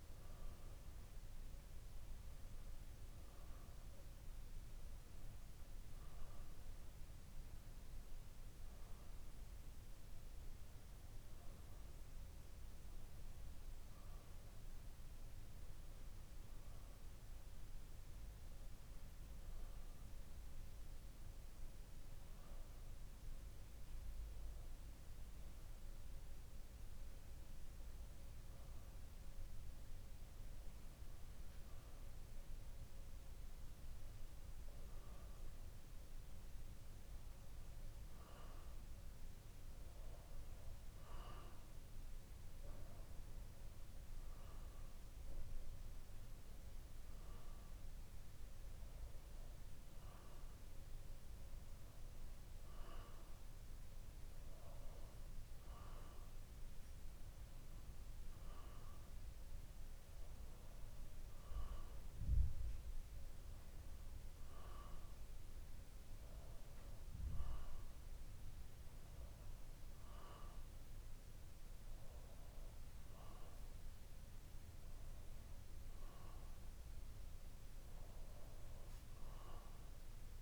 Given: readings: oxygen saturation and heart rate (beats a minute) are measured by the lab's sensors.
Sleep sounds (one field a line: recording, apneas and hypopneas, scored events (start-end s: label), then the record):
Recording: breathing in sleep, hard to hear, by a room microphone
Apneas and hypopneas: none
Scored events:
none scored
From the record:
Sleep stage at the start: N2 (light sleep)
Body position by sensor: on the back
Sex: male